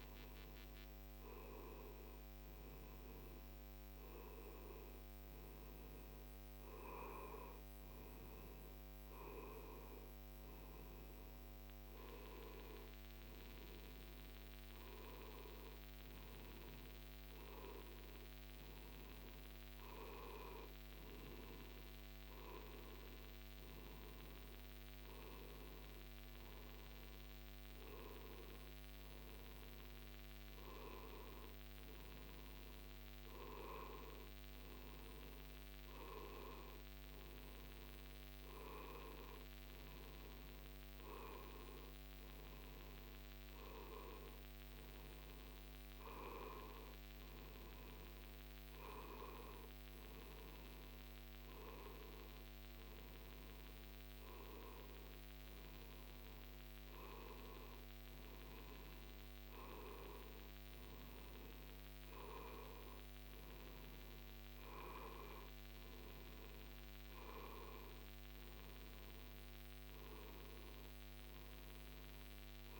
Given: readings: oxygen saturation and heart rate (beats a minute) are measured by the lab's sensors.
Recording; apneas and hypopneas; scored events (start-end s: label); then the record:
a person awake in a sleep study, by a microphone on the trachea; none
none scored
From the record:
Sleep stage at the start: awake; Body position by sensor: on the right side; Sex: male